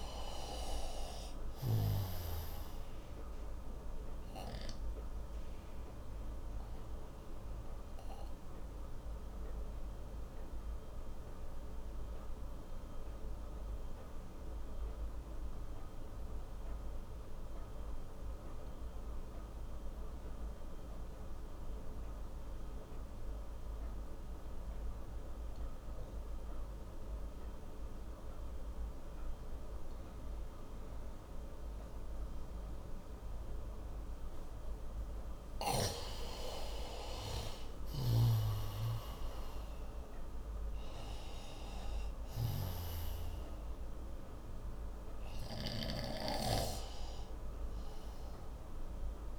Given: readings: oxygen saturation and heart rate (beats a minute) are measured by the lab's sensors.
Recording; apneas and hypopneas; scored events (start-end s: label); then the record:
breathing in sleep by a room microphone; 1
0.00-26.50 s: oxygen desaturation (device-marked, oxygen 89% lowest)
4.00-35.00 s: obstructive apnea (oxygen 98% before, 88% lowest)
37.00-42.00 s: arousal
44.50-49.39 s: oxygen desaturation (device-marked, oxygen 95% before, 88% lowest)
From the record:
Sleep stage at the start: N2 (light sleep); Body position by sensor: on the right side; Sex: male